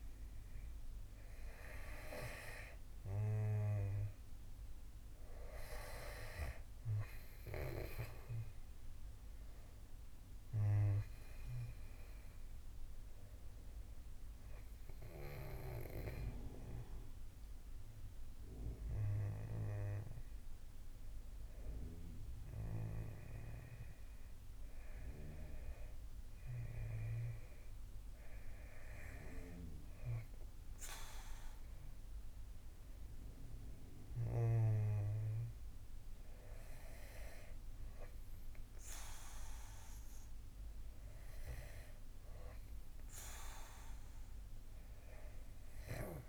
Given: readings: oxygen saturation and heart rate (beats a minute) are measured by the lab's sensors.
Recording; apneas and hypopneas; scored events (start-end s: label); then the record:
breathing in sleep by a room microphone; none
11.50-18.50 s: oxygen desaturation (device-marked, oxygen 96% before, 93% lowest, heart rate 84 before, 72 extreme)
From the record:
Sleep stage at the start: N2 (light sleep); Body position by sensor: on the back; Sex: male